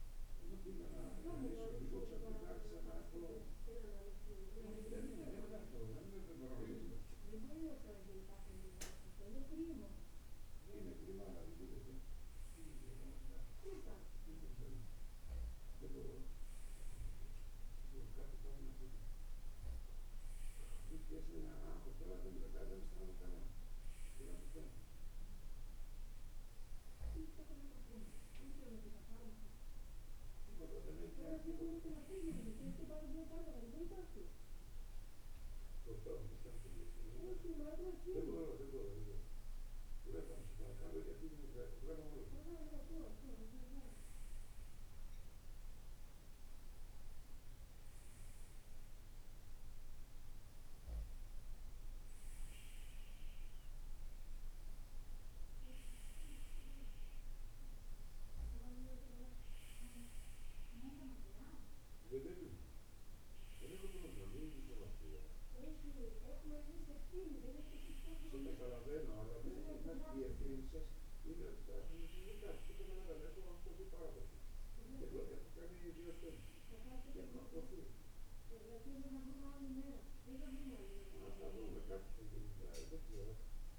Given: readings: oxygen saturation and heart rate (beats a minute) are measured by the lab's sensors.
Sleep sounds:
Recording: breathing in sleep by a room microphone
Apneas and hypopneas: none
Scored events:
none scored
From the record:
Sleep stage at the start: N2 (light sleep)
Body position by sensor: on the right side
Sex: male

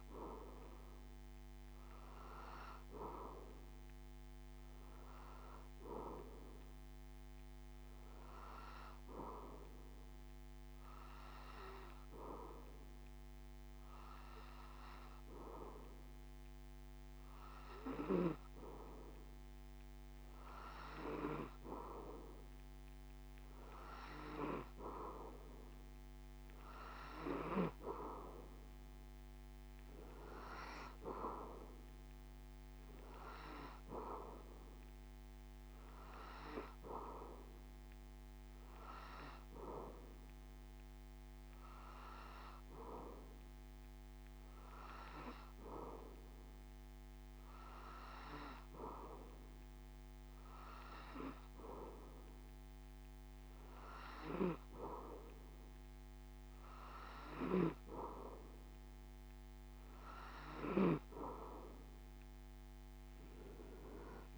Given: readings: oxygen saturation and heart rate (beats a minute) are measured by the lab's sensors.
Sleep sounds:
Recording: breathing in sleep by a microphone on the trachea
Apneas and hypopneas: none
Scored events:
none scored
From the record:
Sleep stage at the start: N3 (deep sleep)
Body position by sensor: on the back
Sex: male

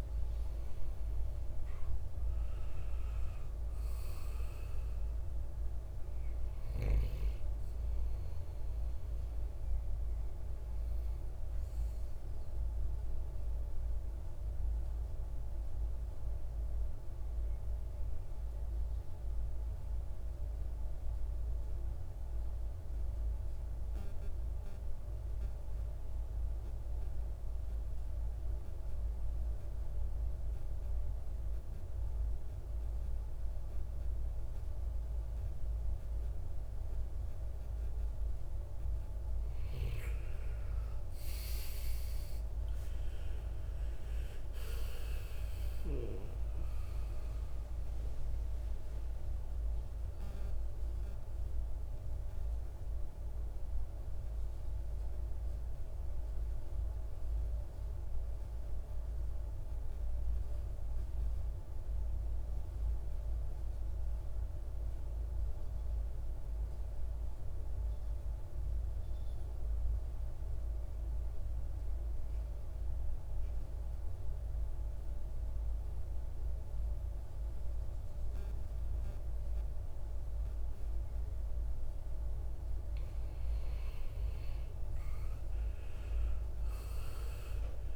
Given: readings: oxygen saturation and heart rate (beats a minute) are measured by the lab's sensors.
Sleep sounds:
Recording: breathing in sleep, hard to hear, by a room microphone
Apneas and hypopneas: 2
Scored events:
0.00-4.00 s: arousal
1.00-24.00 s: oxygen desaturation (device-marked, oxygen 98% before, 91% lowest, heart rate 56 before, 55 extreme)
12.50-37.50 s: mixed apnea (oxygen 99% before, 86% lowest, heart rate 63 before, 54 extreme, up 19 after)
35.00-70.00 s: oxygen desaturation (device-marked, oxygen 98% before, 86% lowest, heart rate 59 before, 54 extreme)
41.00-46.00 s: arousal
51.00-81.50 s: mixed apnea (oxygen 98% before, 86% lowest, heart rate 65 before, 54 extreme, up 16 after)
84.00-87.96 s: arousal
85.00-87.96 s: oxygen desaturation (device-marked, oxygen 98% before, 86% lowest, heart rate 57 before, 53 extreme)
From the record:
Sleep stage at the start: N2 (light sleep)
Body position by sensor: on the right side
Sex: male

